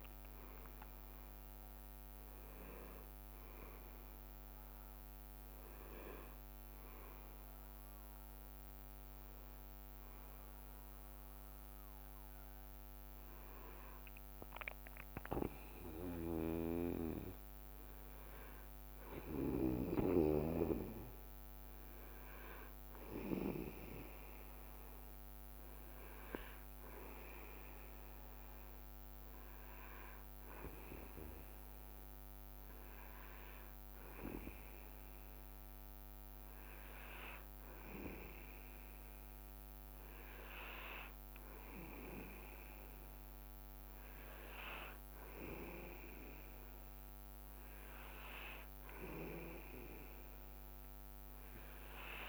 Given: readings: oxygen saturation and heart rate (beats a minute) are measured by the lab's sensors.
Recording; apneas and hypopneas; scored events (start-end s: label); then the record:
breathing in sleep by a microphone on the trachea; none
19.00-22.00 s: leg movement (device-marked)
34.50-44.00 s: leg movement (device-marked)
48.00-51.00 s: leg movement (device-marked)
From the record:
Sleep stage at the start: N2 (light sleep); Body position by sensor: on the back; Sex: male